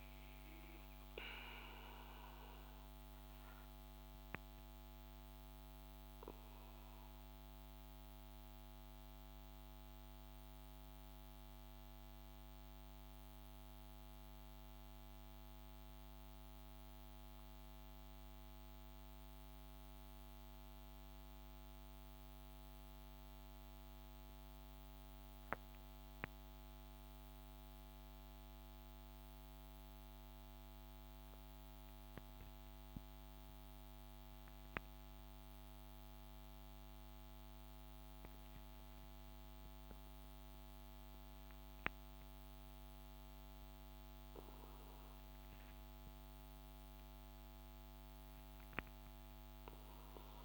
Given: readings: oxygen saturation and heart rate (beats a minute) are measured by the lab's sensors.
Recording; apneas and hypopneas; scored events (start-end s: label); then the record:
breathing in sleep, hard to hear, by a microphone on the trachea; 1
2.00-45.50 s: mixed apnea (oxygen 96% before, 89% lowest)
5.00-13.00 s: oxygen desaturation (device-marked, oxygen 92% before, 89% lowest)
31.00-50.45 s: oxygen desaturation (device-marked, oxygen 98% before, 89% lowest)
49.00-50.45 s: arousal
From the record:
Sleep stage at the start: N2 (light sleep); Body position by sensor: on the back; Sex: male